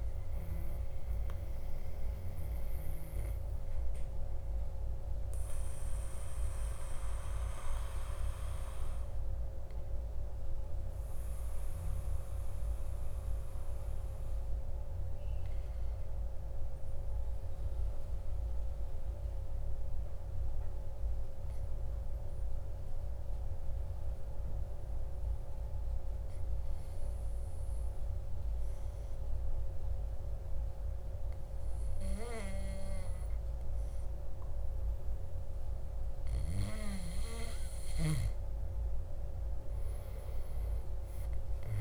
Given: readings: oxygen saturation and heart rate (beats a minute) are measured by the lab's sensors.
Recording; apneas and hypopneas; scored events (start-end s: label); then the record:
breathing in sleep, hard to hear, by a room microphone; 1
7.00-37.00 s: obstructive apnea (oxygen 97% before, 93% lowest, heart rate 60 before, 53 extreme, up 5 after)
From the record:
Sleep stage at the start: N2 (light sleep); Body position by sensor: on the back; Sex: male